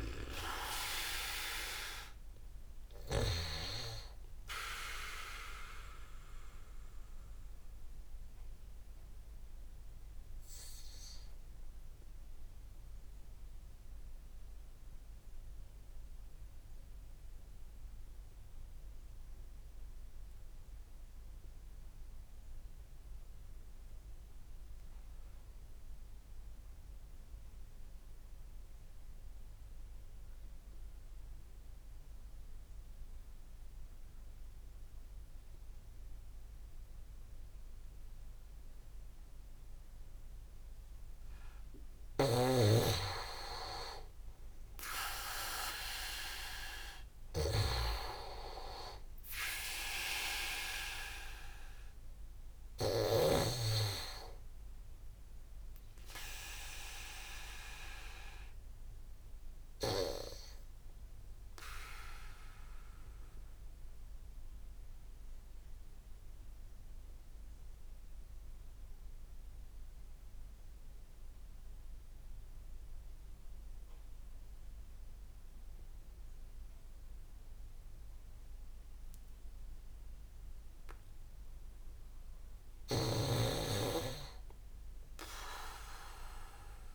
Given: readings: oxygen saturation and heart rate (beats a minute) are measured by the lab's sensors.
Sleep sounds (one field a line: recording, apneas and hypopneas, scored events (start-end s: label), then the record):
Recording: breathing in sleep by a room microphone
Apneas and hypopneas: 2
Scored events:
0.00-3.00 s: snoring (device-marked)
0.00-7.00 s: oxygen desaturation (device-marked, oxygen 93% lowest)
6.50-40.50 s: obstructive apnea (oxygen 98% before, 94% lowest)
41.50-53.00 s: snoring (device-marked)
43.00-47.00 s: arousal
57.50-79.50 s: obstructive apnea (oxygen 100% before, 95% lowest, heart rate 58 before, 57 extreme, up 5 after)
81.50-85.00 s: arousal
82.50-86.95 s: snoring (device-marked)
From the record:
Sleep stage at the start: N2 (light sleep)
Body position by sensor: on the back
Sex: male